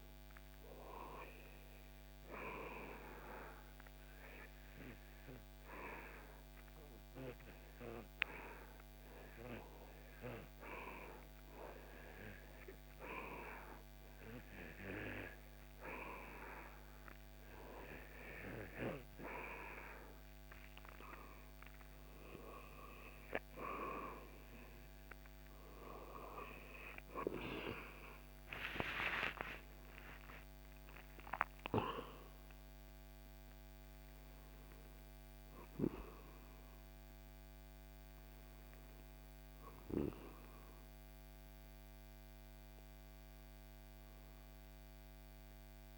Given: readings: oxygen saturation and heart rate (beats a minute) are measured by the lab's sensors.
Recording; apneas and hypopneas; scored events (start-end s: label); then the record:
a person partly awake in a sleep study, by a microphone on the trachea; none
24.00-45.98 s: new sleep stage, awake
From the record:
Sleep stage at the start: REM sleep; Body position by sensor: on the back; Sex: male